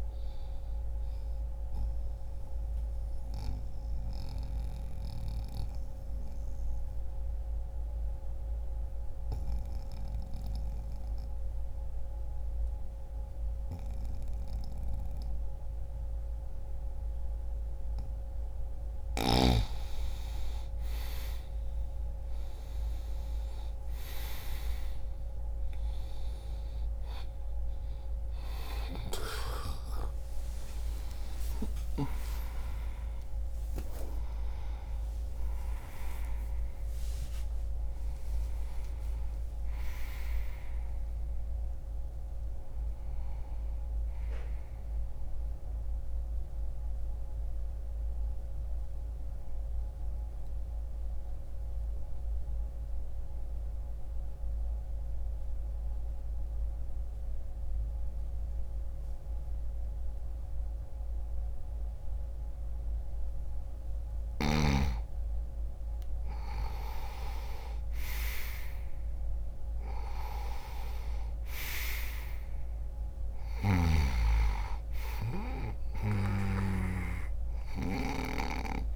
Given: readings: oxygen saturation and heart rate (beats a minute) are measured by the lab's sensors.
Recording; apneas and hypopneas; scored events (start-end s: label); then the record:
breathing in sleep by a room microphone; 2
2.00-17.50 s: obstructive apnea (oxygen 100% before, 89% lowest, heart rate 84 before, 65 extreme, up 2 after)
16.00-45.00 s: oxygen desaturation (device-marked, oxygen 99% before, 90% lowest, heart rate 68 before, 61 extreme)
18.50-23.50 s: arousal
31.50-35.00 s: arousal
45.50-64.00 s: mixed apnea (oxygen 97% before, 87% lowest, heart rate 91 before, 61 extreme, up 1 after)
47.00-61.00 s: oxygen desaturation (device-marked, oxygen 92% before, 89% lowest, heart rate 92 before, 61 extreme)
66.00-71.00 s: arousal
73.00-78.96 s: oxygen desaturation (device-marked, oxygen 99% before, 87% lowest, heart rate 62 before, 60 extreme)
From the record:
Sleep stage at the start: N2 (light sleep); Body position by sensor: on the back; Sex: male